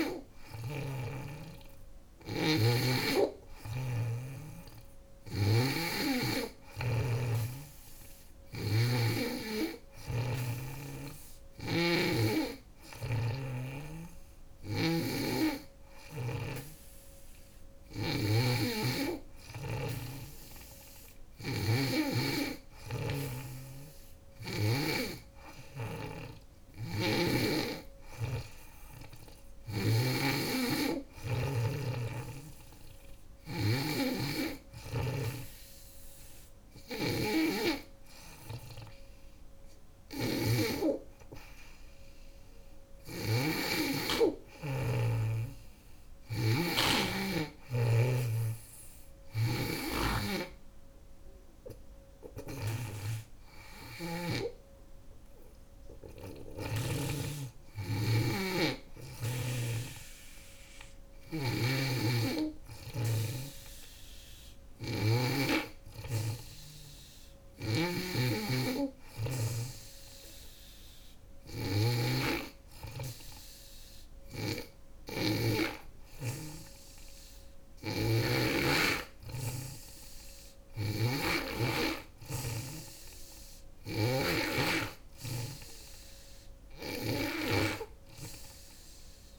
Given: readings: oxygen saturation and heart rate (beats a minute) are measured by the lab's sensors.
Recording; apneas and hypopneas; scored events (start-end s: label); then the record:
breathing in sleep by a room microphone; none
0.00-11.00 s: snoring (device-marked)
20.50-24.00 s: snoring (device-marked)
26.00-56.00 s: snoring (device-marked)
60.50-64.50 s: snoring (device-marked)
66.50-89.39 s: snoring (device-marked)
From the record:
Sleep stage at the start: N2 (light sleep); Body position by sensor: on the back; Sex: female